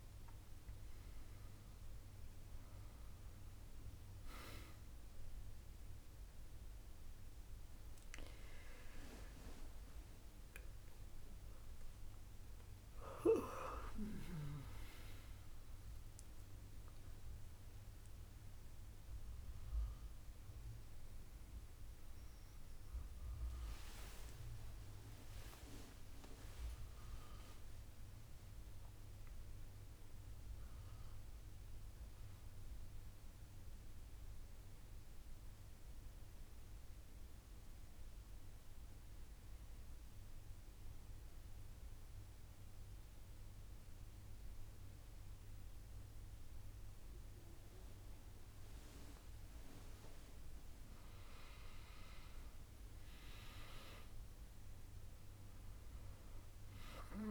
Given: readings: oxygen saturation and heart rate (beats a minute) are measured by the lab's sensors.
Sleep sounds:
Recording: a person awake in a sleep study, by a room microphone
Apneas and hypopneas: 1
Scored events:
0.00-14.50 s: oxygen desaturation (device-marked, oxygen 94% lowest, heart rate 68 extreme)
1.50-31.50 s: new sleep stage, awake
31.50-57.31 s: new sleep stage, N1 (lightest sleep)
34.00-49.50 s: obstructive apnea (oxygen 99% before, 93% lowest, heart rate 101 before, 67 extreme, up 10 after)
47.50-57.31 s: oxygen desaturation (device-marked, oxygen 100% before, 93% lowest, heart rate 88 before, 68 extreme)
51.50-55.00 s: arousal
From the record:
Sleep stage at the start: N1 (lightest sleep)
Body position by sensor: on the back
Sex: female

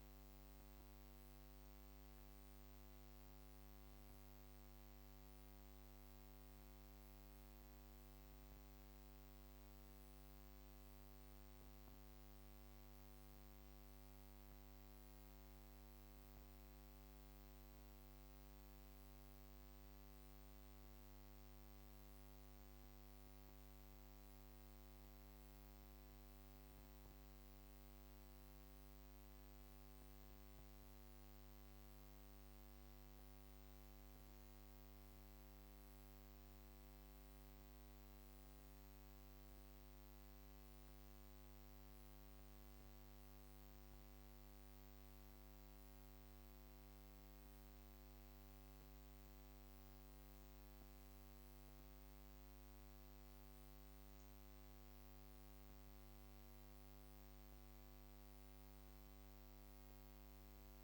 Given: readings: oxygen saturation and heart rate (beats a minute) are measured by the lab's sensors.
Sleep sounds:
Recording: breathing in sleep, hard to hear, by a microphone on the trachea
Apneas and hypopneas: 1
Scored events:
32.00-47.50 s: hypopnea (oxygen 96% before, 95% lowest)
50.50-54.50 s: arousal
From the record:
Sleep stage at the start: N2 (light sleep)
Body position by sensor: on the back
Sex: female

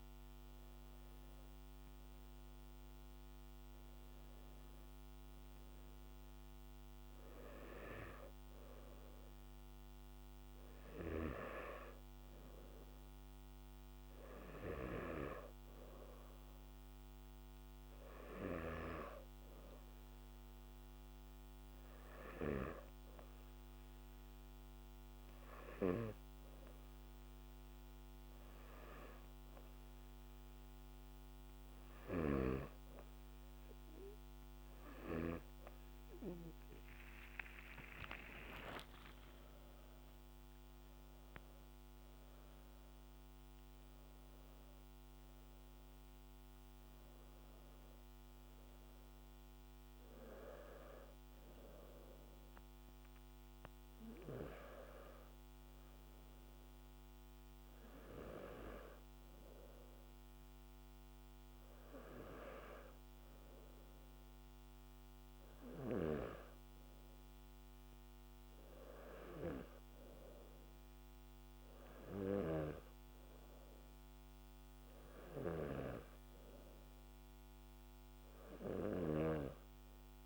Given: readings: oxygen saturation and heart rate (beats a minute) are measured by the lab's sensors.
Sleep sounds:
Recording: breathing in sleep by a microphone on the trachea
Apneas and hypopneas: 1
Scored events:
14.00-33.00 s: hypopnea (oxygen 96% before, 94% lowest, heart rate 66 before, 60 extreme, up 13 after)
35.50-39.00 s: arousal
From the record:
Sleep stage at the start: N2 (light sleep)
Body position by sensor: on the back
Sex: male

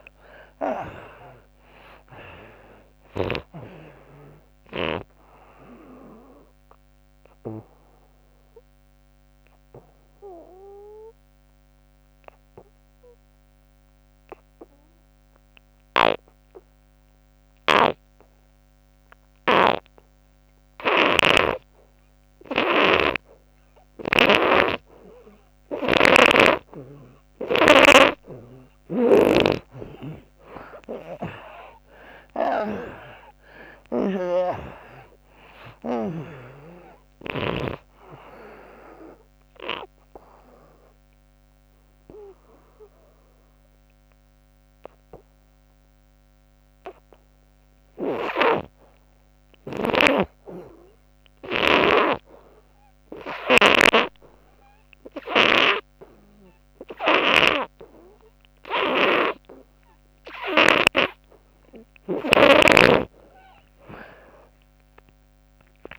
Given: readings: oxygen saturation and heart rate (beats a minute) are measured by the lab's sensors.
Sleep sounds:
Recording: breathing in sleep by a microphone on the trachea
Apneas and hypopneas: 2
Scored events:
0.00-21.00 s: oxygen desaturation (device-marked, oxygen 77% lowest, heart rate 67 extreme)
6.00-26.00 s: obstructive apnea (oxygen 98% before, 76% lowest, heart rate 91 before, 67 extreme, up 23 after)
20.50-29.00 s: snoring (device-marked)
29.00-33.00 s: arousal
33.00-49.00 s: oxygen desaturation (device-marked, oxygen 97% before, 78% lowest, heart rate 71 before, 71 extreme)
37.50-61.50 s: obstructive apnea (oxygen 97% before, 76% lowest, heart rate 77 before, 71 extreme, up 35 after)
61.00-65.99 s: oxygen desaturation (device-marked, oxygen 96% before, 76% lowest, heart rate 85 before, 71 extreme)
62.00-65.99 s: snoring (device-marked)
64.00-65.99 s: arousal
From the record:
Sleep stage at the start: N2 (light sleep)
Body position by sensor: on the back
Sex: female

